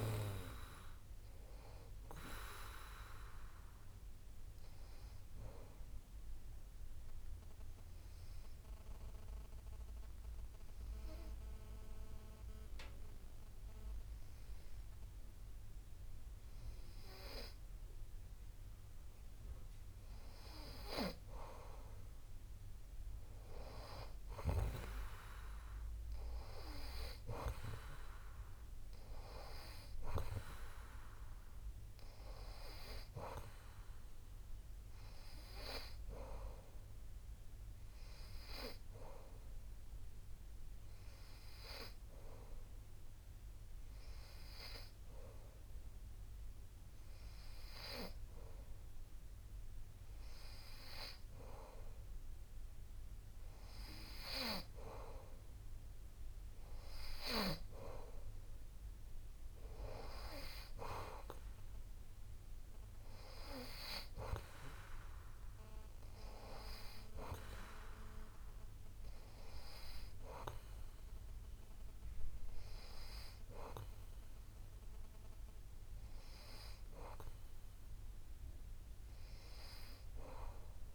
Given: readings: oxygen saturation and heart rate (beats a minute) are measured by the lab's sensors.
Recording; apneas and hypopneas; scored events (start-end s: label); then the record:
breathing in sleep by a room microphone; 2
0.00-19.00 s: oxygen desaturation (device-marked, oxygen 96% before, 92% lowest)
4.50-19.00 s: obstructive apnea (oxygen 96% before, 92% lowest)
23.50-27.50 s: arousal
38.00-52.00 s: hypopnea (oxygen 96% before, 92% lowest)
54.50-58.50 s: arousal
From the record:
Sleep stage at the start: N2 (light sleep); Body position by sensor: on the back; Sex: male